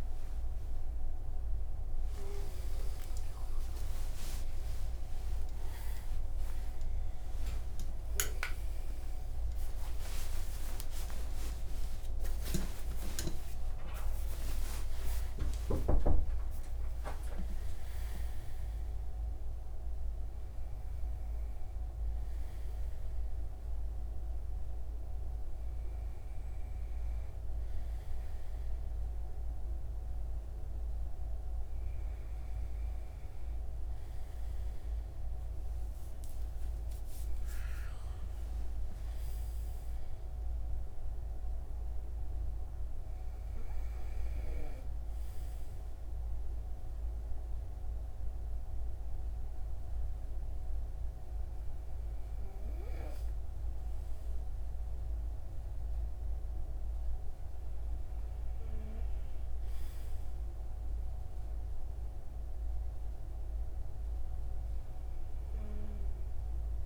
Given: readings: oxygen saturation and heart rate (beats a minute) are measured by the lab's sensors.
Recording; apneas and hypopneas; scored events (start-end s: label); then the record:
breathing in sleep by a room microphone; none
2.00-9.00 s: arousal
10.00-66.85 s: new sleep stage, N2 (light sleep)
35.00-38.50 s: arousal
From the record:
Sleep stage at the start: REM sleep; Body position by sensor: on the right side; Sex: male